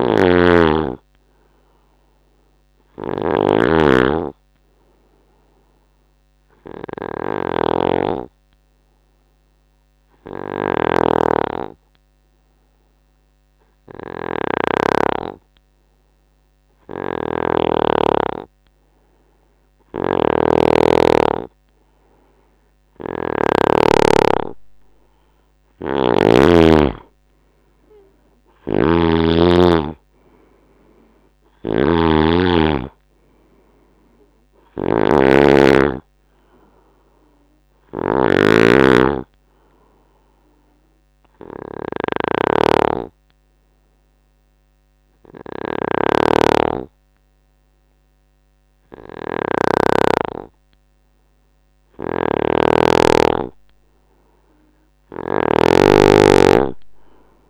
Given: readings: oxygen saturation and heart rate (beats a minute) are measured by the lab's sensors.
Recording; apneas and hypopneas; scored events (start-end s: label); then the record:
breathing in sleep by a microphone on the trachea; 2
0.00-11.50 s: oxygen desaturation (device-marked, oxygen 94% lowest, heart rate 69 extreme)
0.00-17.50 s: snoring (device-marked)
7.50-25.00 s: hypopnea (oxygen 98% before, 92% lowest, heart rate 71 before, 72 extreme, up 6 after)
19.50-23.50 s: snoring (device-marked)
24.50-49.50 s: oxygen desaturation (device-marked, oxygen 96% before, 92% lowest, heart rate 72 before, 73 extreme)
25.50-57.50 s: snoring (device-marked)
26.50-29.50 s: arousal
41.00-52.00 s: hypopnea (oxygen 96% before, 92% lowest, heart rate 75 before, 73 extreme, up 3 after)
56.00-57.50 s: arousal
From the record:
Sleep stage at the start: N2 (light sleep); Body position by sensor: on the right side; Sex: male